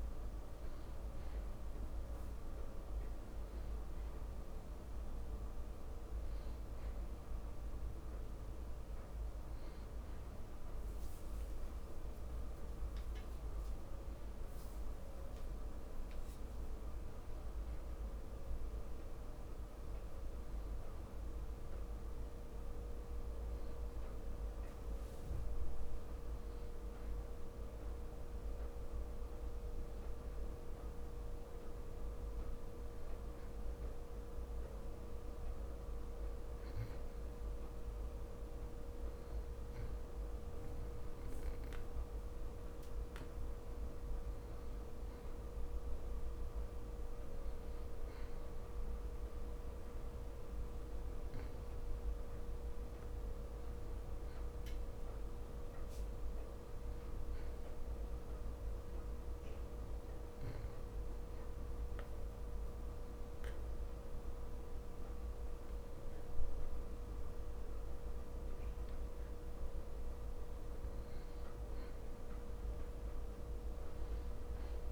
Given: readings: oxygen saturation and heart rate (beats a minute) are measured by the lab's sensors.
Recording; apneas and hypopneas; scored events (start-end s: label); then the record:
breathing in sleep, hard to hear, by a room microphone; 2
0.00-10.00 s: oxygen desaturation (device-marked, oxygen 91% lowest)
30.00-32.50 s: arousal
34.00-44.50 s: hypopnea (oxygen 97% before, 93% lowest)
47.50-51.00 s: arousal
59.50-70.50 s: obstructive apnea (oxygen 97% before, 93% lowest)
From the record:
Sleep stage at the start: N2 (light sleep); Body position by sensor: on the back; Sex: male